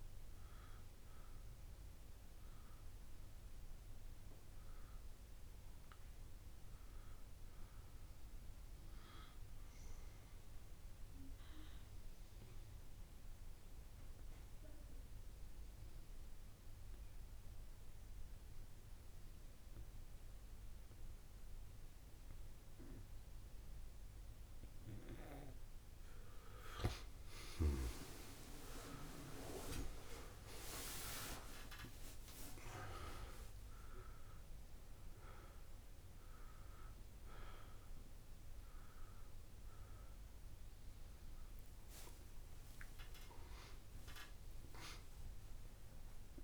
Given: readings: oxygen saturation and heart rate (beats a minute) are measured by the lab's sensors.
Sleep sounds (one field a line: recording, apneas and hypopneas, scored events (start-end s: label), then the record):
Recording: a person partly awake in a sleep study, by a room microphone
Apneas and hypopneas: 1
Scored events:
0.00-1.50 s: oxygen desaturation (device-marked, oxygen 90% lowest)
5.00-26.00 s: obstructive apnea (oxygen 95% before, 90% lowest)
27.50-46.44 s: new sleep stage, awake
32.50-46.44 s: oxygen desaturation (device-marked, oxygen 99% before, 93% lowest)
From the record:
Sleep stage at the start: N2 (light sleep)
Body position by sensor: on the back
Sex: male